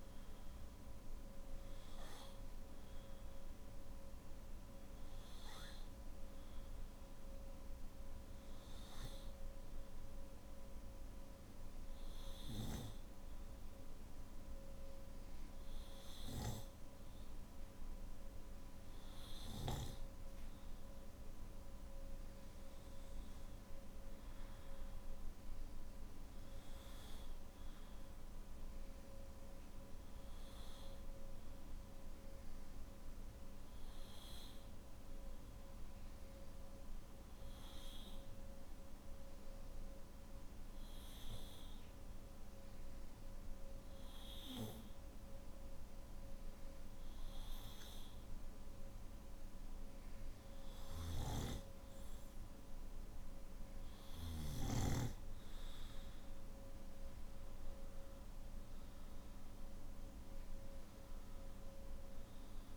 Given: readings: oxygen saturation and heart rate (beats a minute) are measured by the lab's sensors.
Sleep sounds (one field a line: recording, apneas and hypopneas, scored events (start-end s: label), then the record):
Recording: breathing in sleep, hard to hear, by a room microphone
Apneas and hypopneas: none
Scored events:
none scored
From the record:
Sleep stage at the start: N1 (lightest sleep)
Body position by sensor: on the back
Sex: male